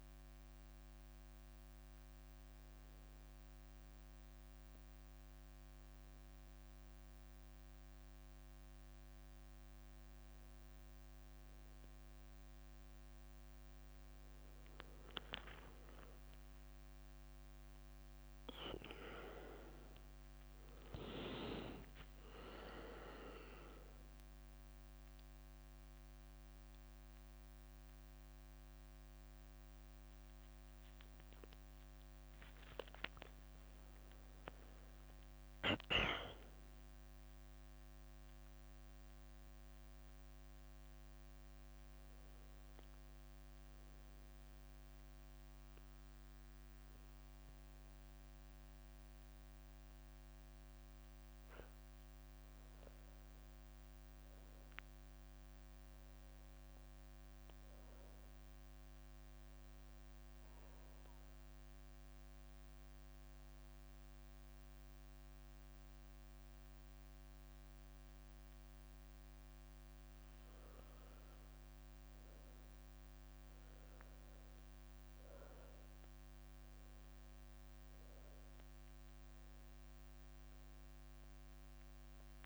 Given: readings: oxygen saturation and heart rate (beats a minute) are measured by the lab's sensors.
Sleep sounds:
a person partly awake in a sleep study, by a microphone on the trachea; 1
7.00-37.00 s: new sleep stage, awake
13.50-20.00 s: leg movement (device-marked)
14.50-16.50 s: long interval between heartbeats (device-marked, heart rate 73 before, 79 extreme)
21.00-22.50 s: leg movement (device-marked)
29.50-30.50 s: leg movement (device-marked)
30.50-34.00 s: leg movement (device-marked)
37.00-44.50 s: leg movement (device-marked)
37.00-82.46 s: new sleep stage, N1 (lightest sleep)
56.50-63.50 s: leg movement (device-marked)
58.50-73.50 s: mixed apnea (oxygen 100% before, 93% lowest, heart rate 68 before, 62 extreme, up 9 after)
67.00-69.00 s: leg movement (device-marked)
74.00-82.00 s: leg movement (device-marked)
76.00-82.46 s: oxygen desaturation (device-marked, oxygen 97% before, 93% lowest, heart rate 65 before, 68 extreme)
80.00-82.46 s: arousal
From the record:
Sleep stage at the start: N1 (lightest sleep); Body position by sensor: on the back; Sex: female

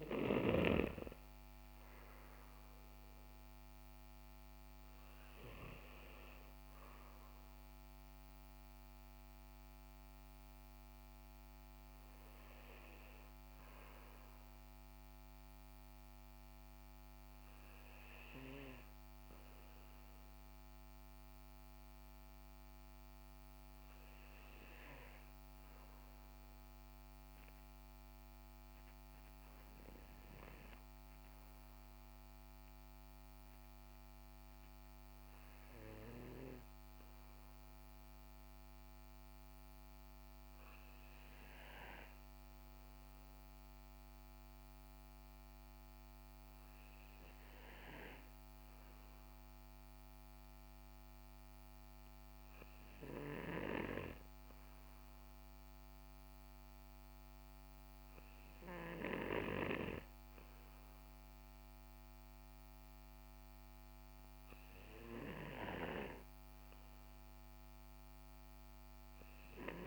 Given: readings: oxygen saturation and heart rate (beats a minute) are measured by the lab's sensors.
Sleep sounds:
breathing in sleep by a microphone on the trachea; 2
0.00-3.50 s: arousal
0.00-19.00 s: oxygen desaturation (device-marked, oxygen 90% lowest, heart rate 58 extreme)
14.00-28.00 s: obstructive apnea (oxygen 95% before, 93% lowest, heart rate 65 before, 59 extreme, up 6 after)
31.00-35.00 s: arousal
38.50-51.00 s: obstructive apnea (oxygen 96% before, 93% lowest, heart rate 64 before, 59 extreme, up 4 after)
54.50-58.00 s: arousal
From the record:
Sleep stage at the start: N2 (light sleep); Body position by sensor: on the right side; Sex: male

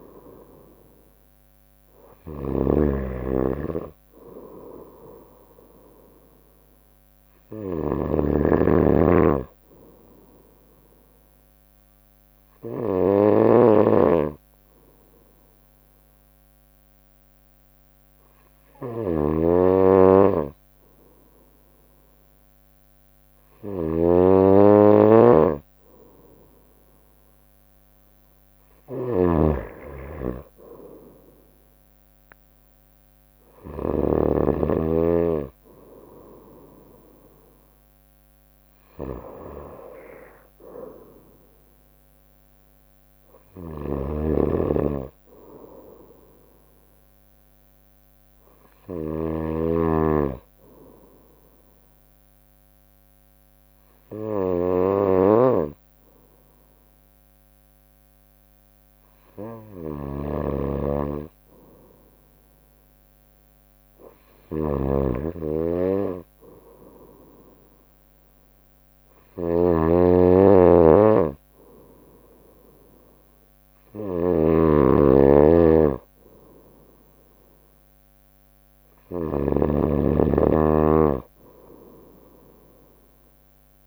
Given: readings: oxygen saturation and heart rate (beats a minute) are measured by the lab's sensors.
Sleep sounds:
breathing in sleep by a microphone on the trachea; 2
0.00-34.00 s: snoring (device-marked)
9.00-11.00 s: bradycardia (device-marked, heart rate 61 before, 61 extreme)
10.50-25.00 s: obstructive apnea (oxygen 95% before, 94% lowest, heart rate 62 before, 56 extreme, up 4 after)
27.50-30.00 s: arousal
35.00-42.00 s: bradycardia (device-marked, heart rate 61 before, 56 extreme)
43.50-83.87 s: snoring (device-marked)
48.00-55.00 s: bradycardia (device-marked, heart rate 61 before, 58 extreme)
48.50-60.50 s: obstructive apnea (oxygen 97% before, 94% lowest, heart rate 61 before, 59 extreme, up 7 after)
65.00-69.00 s: arousal
From the record:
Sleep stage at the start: N2 (light sleep); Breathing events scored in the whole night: 332 in 4.6 hours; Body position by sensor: on the right side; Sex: female

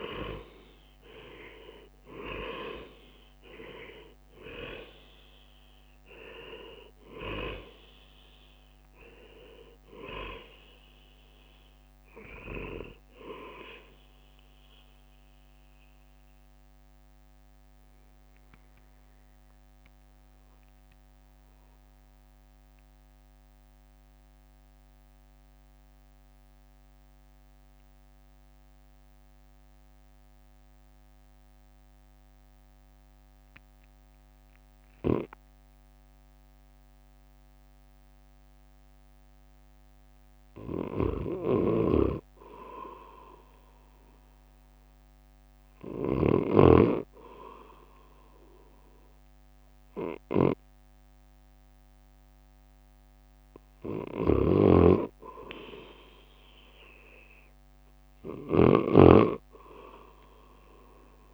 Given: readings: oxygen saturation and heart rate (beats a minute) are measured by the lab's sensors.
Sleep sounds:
breathing in sleep by a microphone on the trachea; 1
0.00-1.00 s: leg movement (device-marked)
0.00-2.50 s: arousal
0.00-18.00 s: drop in pulse transit time (device-marked, heart rate 55 before, 53 extreme)
21.50-39.50 s: central apnea (oxygen 99% before, 91% lowest, heart rate 58 before, 51 extreme, up 5 after)
23.00-41.00 s: oxygen desaturation (device-marked, oxygen 97% before, 91% lowest, heart rate 56 before, 52 extreme)
41.00-52.00 s: drop in pulse transit time (device-marked, heart rate 53 before, 54 extreme)
42.00-45.00 s: arousal
54.00-59.00 s: snoring (device-marked)
From the record:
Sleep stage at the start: N2 (light sleep); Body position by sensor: on the right side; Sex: male

